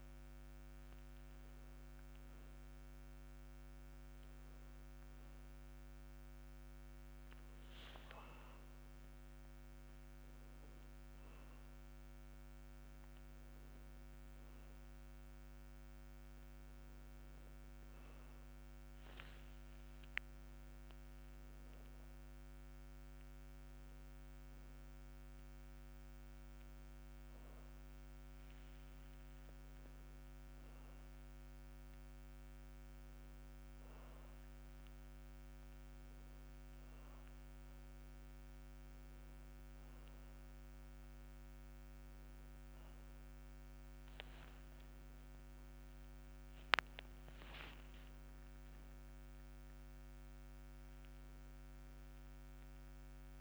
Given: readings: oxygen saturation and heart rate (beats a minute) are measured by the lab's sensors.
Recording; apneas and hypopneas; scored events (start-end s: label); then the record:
a person partly awake in a sleep study, hard to hear, by a microphone on the trachea; none
13.00-53.41 s: new sleep stage, N1 (lightest sleep)
From the record:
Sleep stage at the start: awake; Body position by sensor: on the back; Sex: male